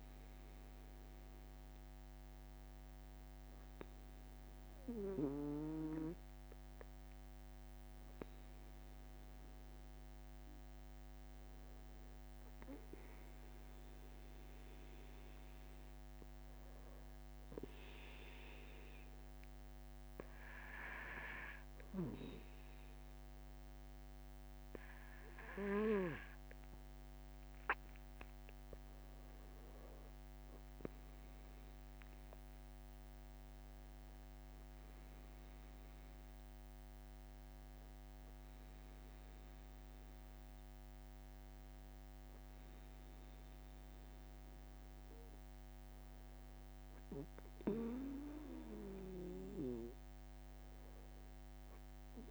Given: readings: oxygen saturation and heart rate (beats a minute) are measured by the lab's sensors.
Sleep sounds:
breathing in sleep by a microphone on the trachea; 1
2.50-4.50 s: long interval between heartbeats (device-marked)
14.00-29.00 s: obstructive apnea (oxygen 95% before, 94% lowest)
20.00-22.00 s: long interval between heartbeats (device-marked)
24.00-26.00 s: long interval between heartbeats (device-marked)
31.50-36.00 s: arousal
From the record:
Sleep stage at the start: N2 (light sleep); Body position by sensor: on the right side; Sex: male

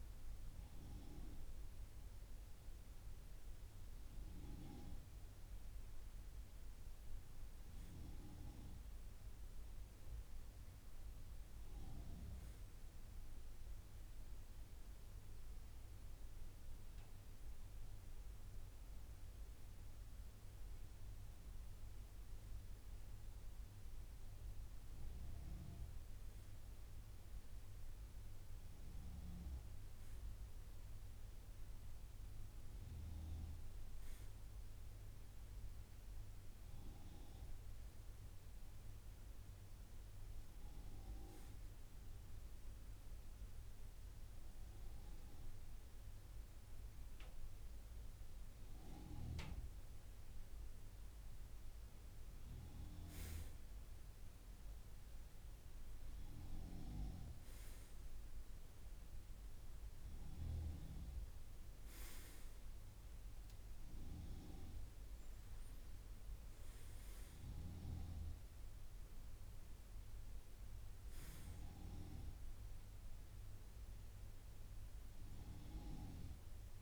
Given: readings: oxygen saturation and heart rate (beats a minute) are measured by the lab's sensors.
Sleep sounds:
breathing in sleep by a room microphone; none
74.50-76.82 s: arousal
From the record:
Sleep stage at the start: N2 (light sleep); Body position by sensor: on the right side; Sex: male

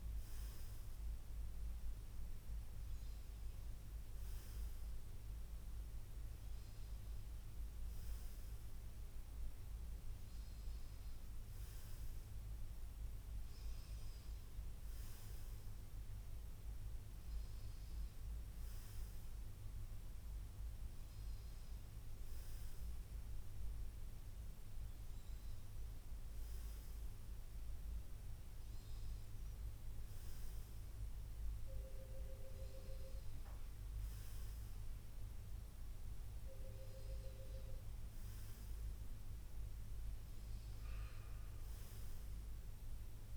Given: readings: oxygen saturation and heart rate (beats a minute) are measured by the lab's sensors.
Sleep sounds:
breathing in sleep, hard to hear, by a room microphone; none
none scored
From the record:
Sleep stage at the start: N2 (light sleep); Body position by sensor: on the front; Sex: male

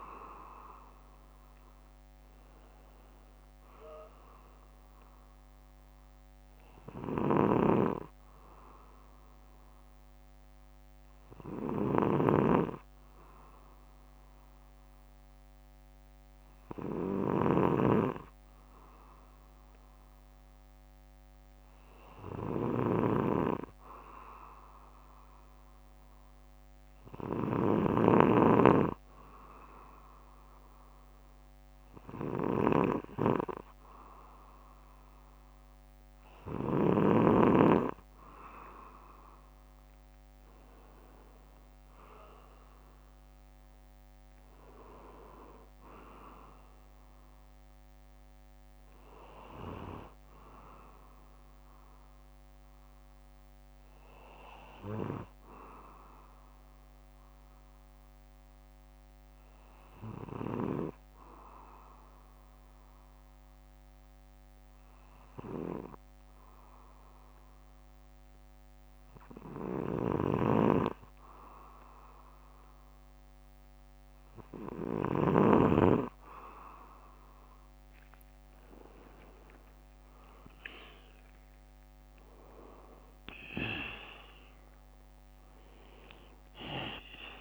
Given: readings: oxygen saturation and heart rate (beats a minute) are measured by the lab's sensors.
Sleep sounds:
breathing in sleep by a microphone on the trachea; 1
7.00-17.50 s: snoring (device-marked)
44.50-48.00 s: arousal
58.00-70.50 s: obstructive apnea (oxygen 95% before, 93% lowest, heart rate 68 before, 62 extreme, up 12 after)
70.00-75.50 s: snoring (device-marked)
78.50-83.00 s: arousal
From the record:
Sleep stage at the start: N2 (light sleep); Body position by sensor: on the back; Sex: male

